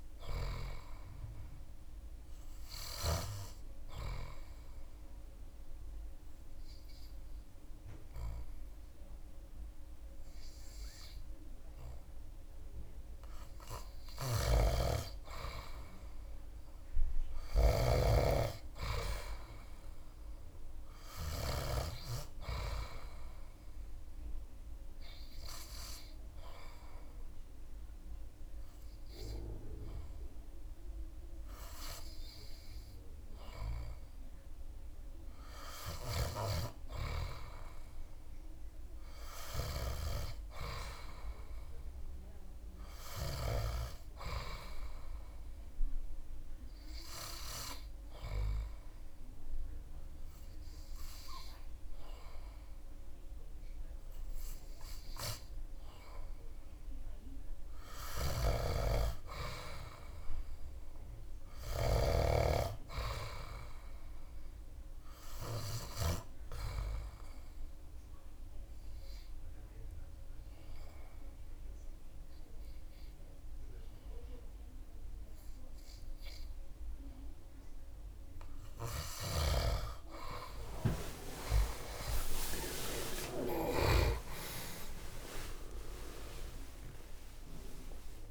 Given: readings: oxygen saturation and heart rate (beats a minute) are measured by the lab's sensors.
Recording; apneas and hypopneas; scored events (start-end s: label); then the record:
breathing in sleep by a room microphone; 4
3.50-14.50 s: obstructive apnea (oxygen 99% before, 95% lowest)
8.50-22.50 s: oxygen desaturation (device-marked, oxygen 99% before, 96% lowest)
13.50-17.50 s: snoring (device-marked)
16.00-19.50 s: arousal
24.00-35.50 s: obstructive apnea (oxygen 99% before, 95% lowest)
32.50-48.50 s: oxygen desaturation (device-marked, oxygen 99% before, 95% lowest)
38.00-40.50 s: arousal
45.00-57.50 s: obstructive apnea (oxygen 99% before, 95% lowest)
58.50-62.50 s: arousal
65.50-77.50 s: obstructive apnea (oxygen 99% before, 95% lowest)
81.50-88.00 s: arousal
From the record:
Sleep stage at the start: N2 (light sleep); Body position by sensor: on the back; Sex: male